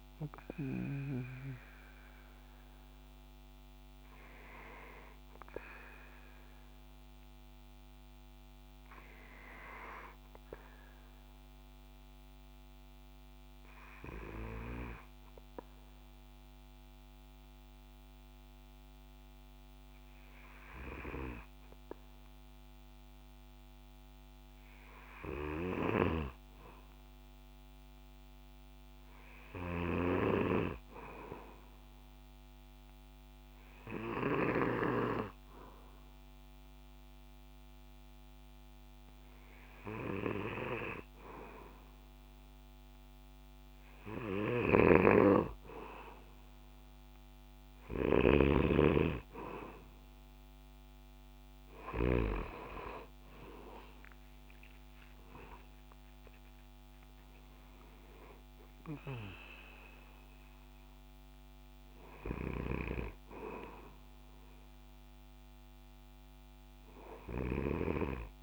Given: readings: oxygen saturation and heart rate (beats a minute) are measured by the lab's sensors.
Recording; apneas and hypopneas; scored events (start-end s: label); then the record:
breathing in sleep by a microphone on the trachea; 1
13.00-40.00 s: hypopnea (oxygen 98% before, 95% lowest, heart rate 67 before, 62 extreme, up 6 after)
44.50-48.50 s: snoring (device-marked)
53.50-57.50 s: arousal
From the record:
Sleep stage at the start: N2 (light sleep); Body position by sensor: on the back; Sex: male